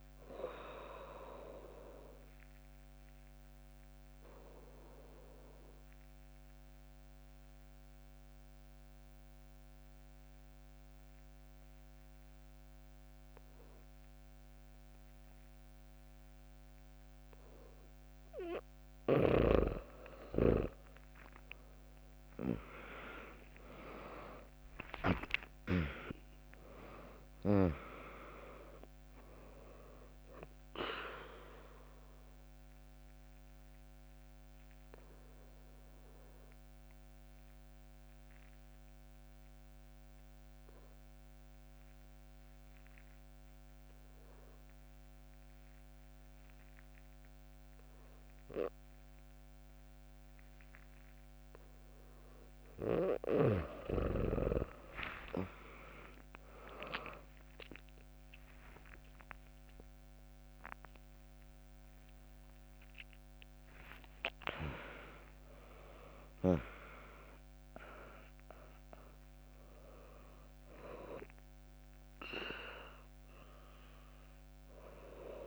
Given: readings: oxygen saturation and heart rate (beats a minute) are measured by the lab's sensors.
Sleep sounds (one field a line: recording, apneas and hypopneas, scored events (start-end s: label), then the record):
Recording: breathing in sleep by a microphone on the trachea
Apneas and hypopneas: 2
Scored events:
0.00-3.50 s: drop in pulse transit time (device-marked, heart rate 64 extreme)
2.00-18.50 s: obstructive apnea (oxygen 100% before, 95% lowest, heart rate 70 before, 62 extreme, up 6 after)
21.00-23.00 s: long interval between heartbeats (device-marked, heart rate 80 before, 69 extreme)
23.50-28.50 s: arousal
24.50-35.50 s: drop in pulse transit time (device-marked, heart rate 76 before, 71 extreme)
27.50-45.50 s: oxygen desaturation (device-marked, oxygen 100% before, 96% lowest, heart rate 75 before, 64 extreme)
32.00-51.00 s: obstructive apnea (oxygen 100% before, 95% lowest, heart rate 73 before, 64 extreme, up 3 after)
55.00-57.00 s: long interval between heartbeats (device-marked, heart rate 76 before, 67 extreme)
55.00-59.00 s: arousal
58.50-70.50 s: drop in pulse transit time (device-marked, heart rate 74 before, 71 extreme)
59.50-75.47 s: oxygen desaturation (device-marked, oxygen 100% before, 95% lowest, heart rate 73 before, 60 extreme)
From the record:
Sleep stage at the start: N2 (light sleep)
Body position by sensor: on the back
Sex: female